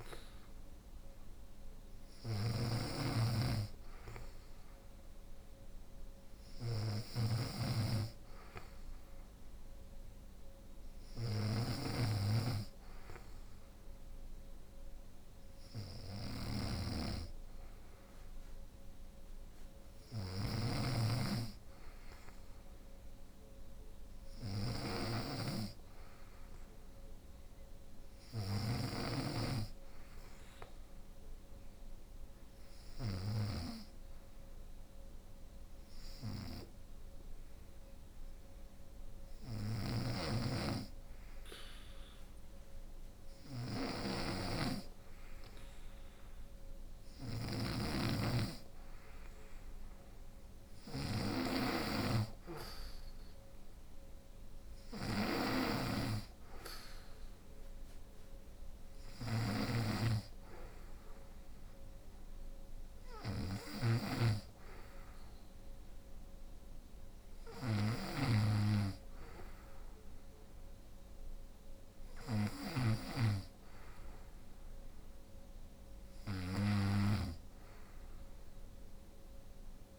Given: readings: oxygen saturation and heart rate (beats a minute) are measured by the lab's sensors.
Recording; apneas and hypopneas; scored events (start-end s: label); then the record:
breathing in sleep by a room microphone; 1
0.00-79.99 s: snoring (device-marked)
32.00-45.00 s: hypopnea (oxygen 92% before, 88% lowest, heart rate 67 before, 65 extreme, up 9 after)
47.50-52.00 s: arousal
55.00-79.00 s: oxygen desaturation (device-marked, oxygen 91% before, 88% lowest, heart rate 72 before, 65 extreme)
From the record:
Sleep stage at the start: N2 (light sleep); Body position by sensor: on the right side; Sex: female